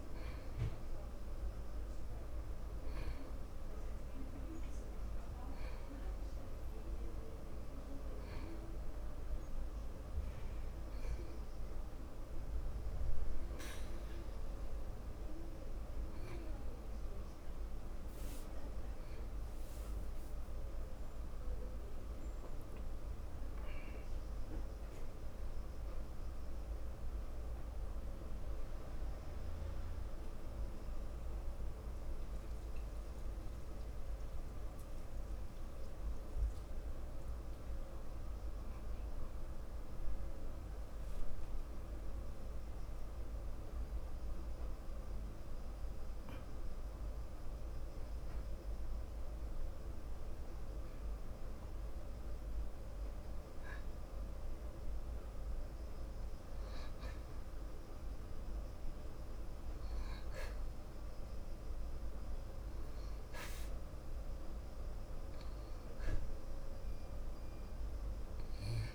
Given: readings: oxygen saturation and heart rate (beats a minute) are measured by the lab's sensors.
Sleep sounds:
breathing in sleep, hard to hear, by a room microphone; 2
2.00-16.00 s: oxygen desaturation (device-marked, oxygen 95% before, 91% lowest, heart rate 55 before, 54 extreme)
11.00-21.00 s: hypopnea (oxygen 95% before, 91% lowest, heart rate 56 before, 55 extreme, up 10 after)
23.00-27.50 s: arousal
42.50-56.00 s: hypopnea (oxygen 95% before, 91% lowest, heart rate 57 before, 54 extreme, up 0 after)
58.50-62.50 s: arousal
62.00-68.94 s: oxygen desaturation (device-marked, oxygen 95% before, 91% lowest, heart rate 55 before, 54 extreme)
From the record:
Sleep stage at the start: N2 (light sleep); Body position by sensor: on the back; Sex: male

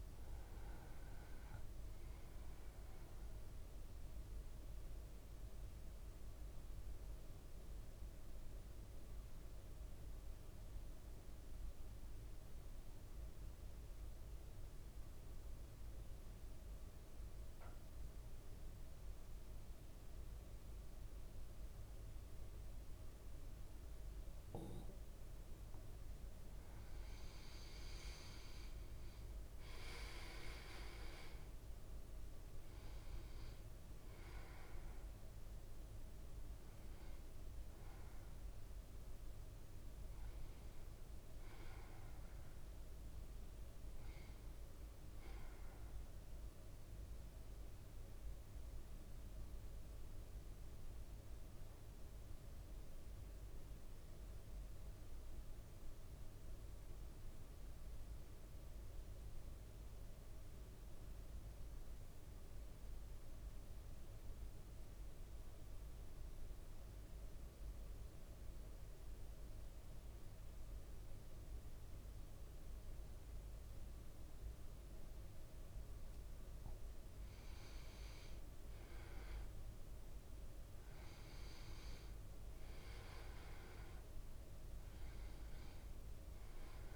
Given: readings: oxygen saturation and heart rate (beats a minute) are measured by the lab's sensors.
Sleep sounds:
breathing in sleep, hard to hear, by a room microphone; 2
0.50-21.50 s: oxygen desaturation (device-marked, oxygen 98% before, 93% lowest, heart rate 55 before, 54 extreme)
5.50-26.00 s: obstructive apnea (oxygen 99% before, 93% lowest, heart rate 56 before, 53 extreme, up 4 after)
28.00-32.50 s: arousal
38.50-59.50 s: oxygen desaturation (device-marked, oxygen 98% before, 93% lowest, heart rate 57 before, 52 extreme)
47.00-75.00 s: mixed apnea (oxygen 99% before, 92% lowest, heart rate 57 before, 52 extreme, up 4 after)
77.50-86.96 s: oxygen desaturation (device-marked, oxygen 100% before, 92% lowest, heart rate 55 before, 52 extreme)
78.00-83.50 s: arousal
From the record:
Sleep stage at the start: REM sleep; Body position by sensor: on the back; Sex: male

